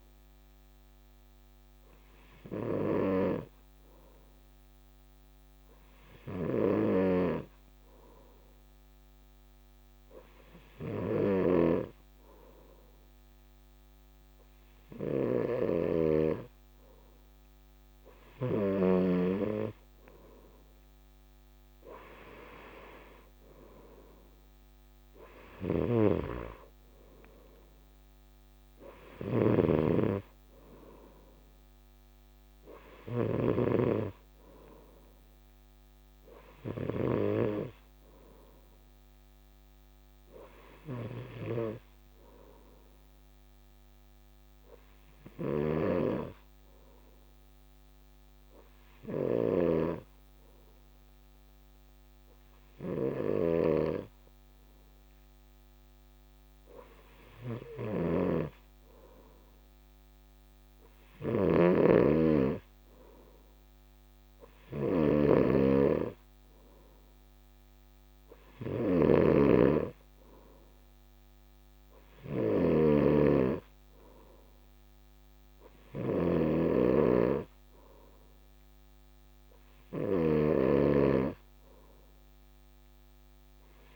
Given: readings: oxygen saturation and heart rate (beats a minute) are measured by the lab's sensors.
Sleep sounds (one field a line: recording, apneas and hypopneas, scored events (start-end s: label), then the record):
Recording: breathing in sleep by a microphone on the trachea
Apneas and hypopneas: 1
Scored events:
0.00-19.00 s: snoring (device-marked)
25.50-83.96 s: snoring (device-marked)
46.50-58.50 s: hypopnea (oxygen 97% before, 94% lowest, heart rate 73 before, 63 extreme, up 40 after)
61.00-64.50 s: arousal
From the record:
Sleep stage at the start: N2 (light sleep)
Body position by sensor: on the right side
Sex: male